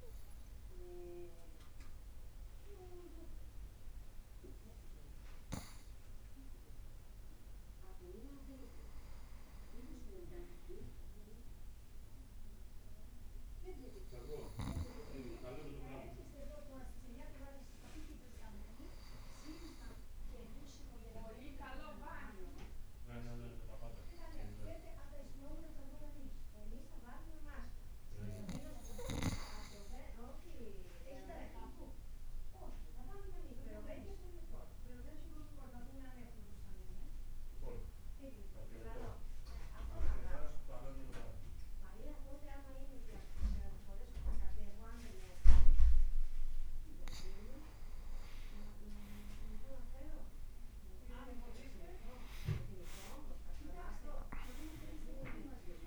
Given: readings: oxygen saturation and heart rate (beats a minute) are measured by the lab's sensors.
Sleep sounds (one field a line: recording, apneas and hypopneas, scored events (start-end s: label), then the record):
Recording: breathing in sleep by a room microphone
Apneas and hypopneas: 1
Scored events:
0.00-3.50 s: leg movement (device-marked)
18.50-25.00 s: leg movement (device-marked)
22.00-26.50 s: arousal
29.00-46.00 s: obstructive apnea (oxygen 97% before, 93% lowest, heart rate 55 before, 54 extreme, up 3 after)
33.00-36.00 s: leg movement (device-marked)
39.00-47.00 s: leg movement (device-marked)
48.50-52.50 s: arousal
53.50-55.87 s: leg movement (device-marked)
54.00-55.87 s: new sleep stage, N1 (lightest sleep)
From the record:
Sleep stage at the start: N2 (light sleep)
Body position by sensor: on the right side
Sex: male